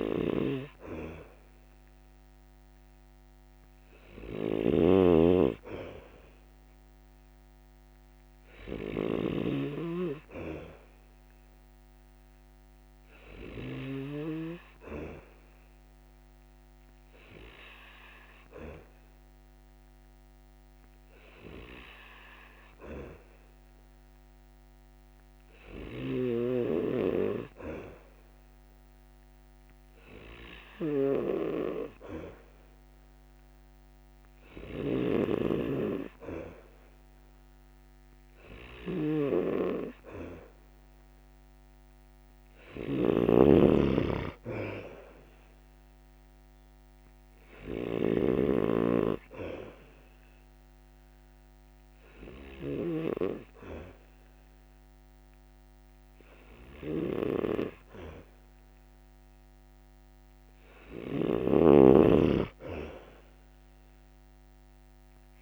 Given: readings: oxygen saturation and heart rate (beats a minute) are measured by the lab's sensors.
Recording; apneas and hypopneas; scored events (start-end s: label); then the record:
breathing in sleep by a microphone on the trachea; none
4.00-9.50 s: snoring (device-marked)
34.50-48.00 s: snoring (device-marked)
61.00-65.42 s: snoring (device-marked)
From the record:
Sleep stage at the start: N2 (light sleep); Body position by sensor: on the back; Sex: male